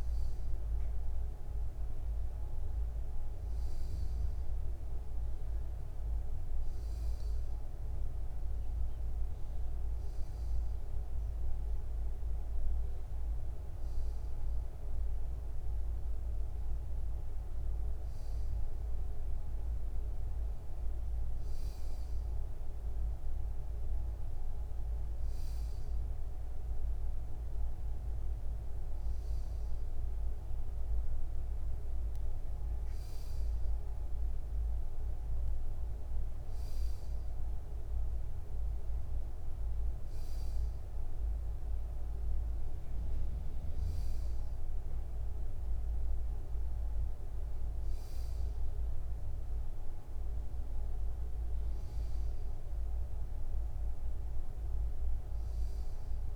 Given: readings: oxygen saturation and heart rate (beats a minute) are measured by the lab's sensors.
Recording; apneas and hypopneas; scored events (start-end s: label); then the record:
breathing in sleep, hard to hear, by a room microphone; none
none scored
From the record:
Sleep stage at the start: N2 (light sleep); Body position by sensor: on the back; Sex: male